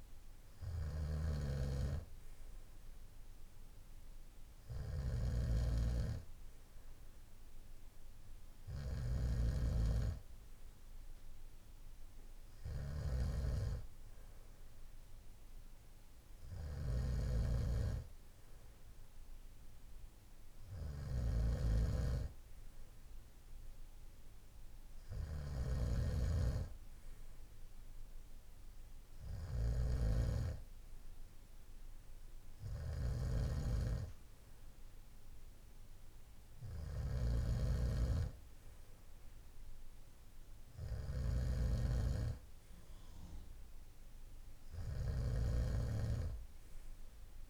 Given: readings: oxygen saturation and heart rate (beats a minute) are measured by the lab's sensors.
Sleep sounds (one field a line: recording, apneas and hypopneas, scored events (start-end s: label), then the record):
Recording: breathing in sleep by a room microphone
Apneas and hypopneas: none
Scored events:
0.00-47.50 s: snoring (device-marked)
From the record:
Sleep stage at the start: N2 (light sleep)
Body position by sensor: on the right side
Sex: male